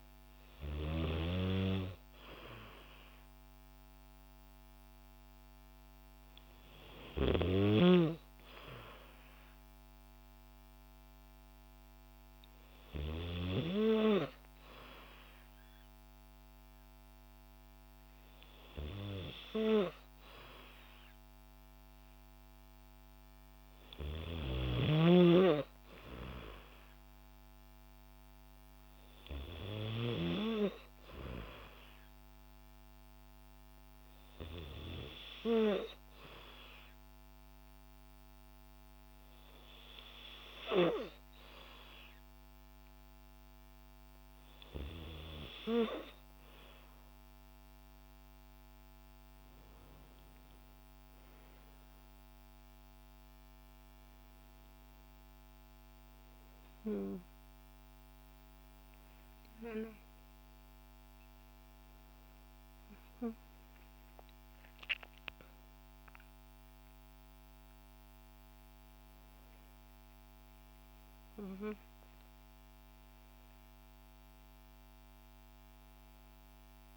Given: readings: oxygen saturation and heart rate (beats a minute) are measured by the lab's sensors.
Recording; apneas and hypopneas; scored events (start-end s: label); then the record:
a person partly awake in a sleep study, by a microphone on the trachea; 1
28.00-31.50 s: arousal
33.50-45.50 s: hypopnea (oxygen 97% before, 93% lowest, heart rate 57 before, 58 extreme, up 5 after)
49.50-76.97 s: new sleep stage, awake
From the record:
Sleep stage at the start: N2 (light sleep); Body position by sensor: on the back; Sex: female